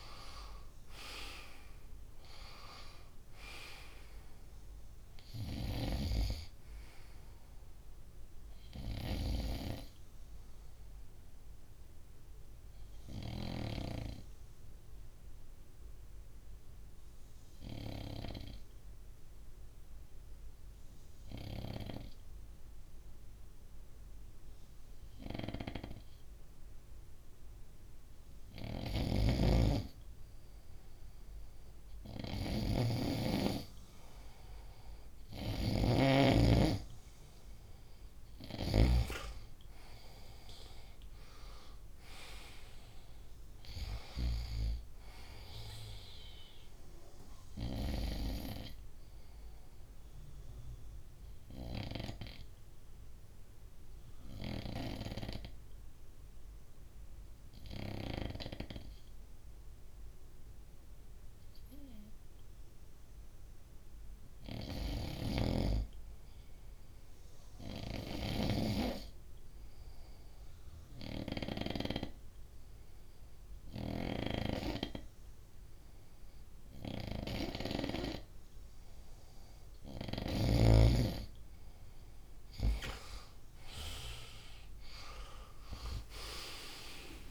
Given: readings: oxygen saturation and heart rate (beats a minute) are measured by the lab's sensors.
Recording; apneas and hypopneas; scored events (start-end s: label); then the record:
breathing in sleep by a room microphone; 3
0.00-6.50 s: oxygen desaturation (device-marked, oxygen 93% lowest, heart rate 62 extreme)
9.50-27.50 s: obstructive apnea (oxygen 97% before, 93% lowest, heart rate 69 before, 62 extreme, up 5 after)
28.00-38.50 s: snoring (device-marked)
38.00-42.50 s: arousal
48.50-62.00 s: obstructive apnea (oxygen 98% before, 94% lowest, heart rate 67 before, 62 extreme, up 1 after)
63.50-66.50 s: arousal
64.50-71.00 s: snoring (device-marked)
69.50-80.50 s: obstructive apnea (oxygen 97% before, 93% lowest, heart rate 64 before, 59 extreme, up 8 after)
73.00-77.50 s: snoring (device-marked)
82.00-86.00 s: arousal
From the record:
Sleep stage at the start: N2 (light sleep); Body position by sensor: on the front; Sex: male